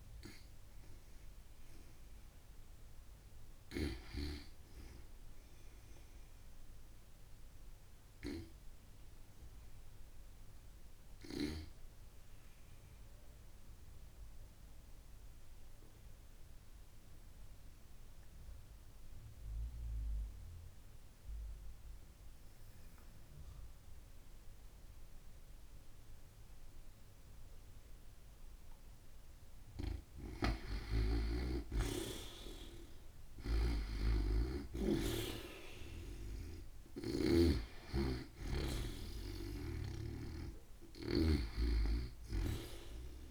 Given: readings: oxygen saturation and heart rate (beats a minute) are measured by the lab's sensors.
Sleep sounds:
breathing in sleep by a room microphone; 1
13.00-30.00 s: obstructive apnea (oxygen 94% before, 87% lowest)
30.00-37.00 s: snoring (device-marked)
33.00-40.00 s: oxygen desaturation (device-marked, oxygen 95% before, 91% lowest)
33.50-37.00 s: arousal
From the record:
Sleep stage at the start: N2 (light sleep); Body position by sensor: on the back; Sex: female

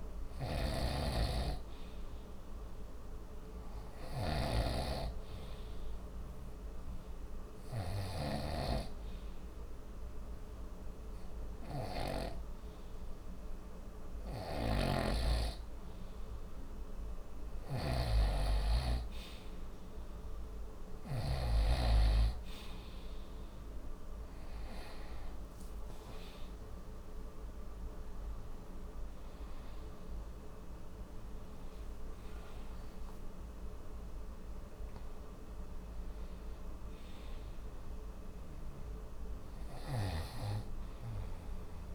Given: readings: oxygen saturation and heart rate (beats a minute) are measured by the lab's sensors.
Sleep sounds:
breathing in sleep by a room microphone; 1
0.00-8.50 s: snoring (device-marked)
8.50-19.00 s: hypopnea (oxygen 94% before, 91% lowest, heart rate 55 before, 52 extreme, up 8 after)
14.50-21.50 s: snoring (device-marked)
25.50-32.00 s: arousal
From the record:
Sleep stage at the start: N2 (light sleep); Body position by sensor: on the right side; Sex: male

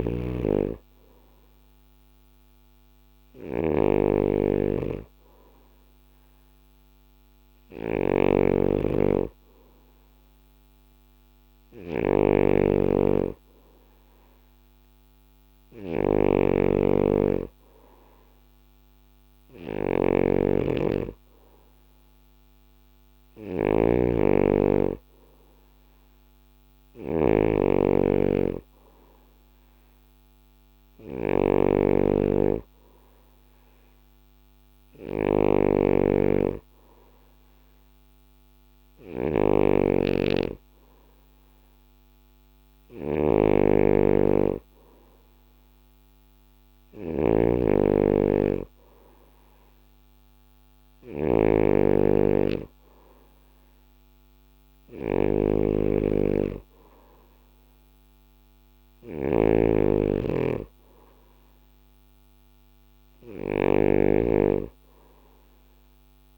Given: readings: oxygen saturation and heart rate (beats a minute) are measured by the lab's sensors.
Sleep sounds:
breathing in sleep by a microphone on the trachea; none
0.00-66.38 s: snoring (device-marked)
From the record:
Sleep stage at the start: N2 (light sleep); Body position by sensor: on the back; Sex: male

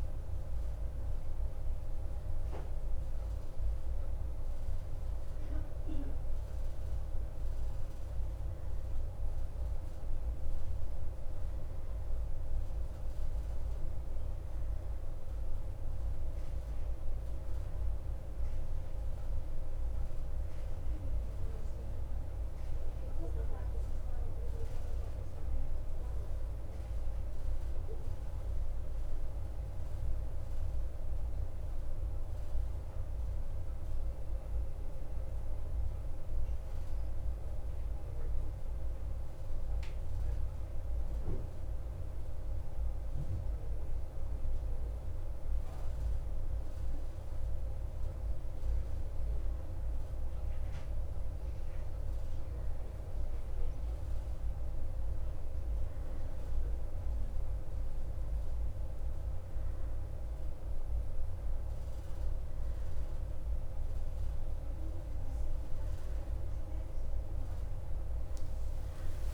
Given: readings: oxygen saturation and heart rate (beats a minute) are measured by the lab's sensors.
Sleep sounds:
breathing in sleep, hard to hear, by a room microphone; 1
31.50-47.00 s: hypopnea (oxygen 91% before, 88% lowest, heart rate 56 before, 54 extreme, up 1 after)
49.00-53.00 s: arousal
51.50-69.34 s: new sleep stage, N1 (lightest sleep)
From the record:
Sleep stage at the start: N2 (light sleep); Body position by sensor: on the back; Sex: male

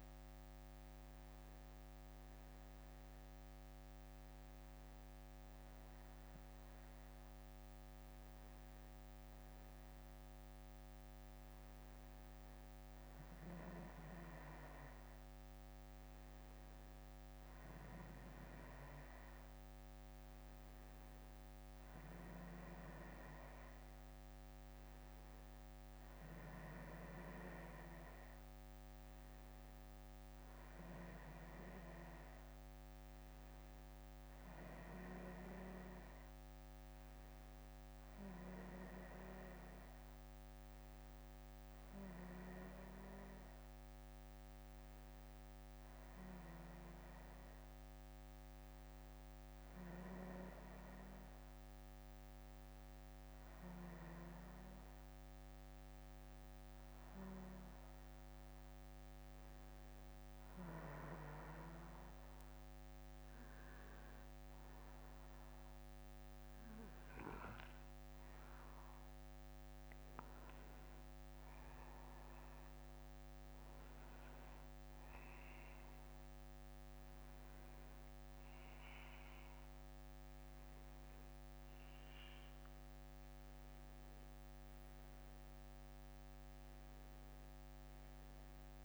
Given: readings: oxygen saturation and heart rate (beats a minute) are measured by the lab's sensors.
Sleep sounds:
breathing in sleep by a microphone on the trachea; none
40.50-57.50 s: bradycardia (device-marked, heart rate 63 before, 58 extreme)
From the record:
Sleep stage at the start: N1 (lightest sleep); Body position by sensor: on the back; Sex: male

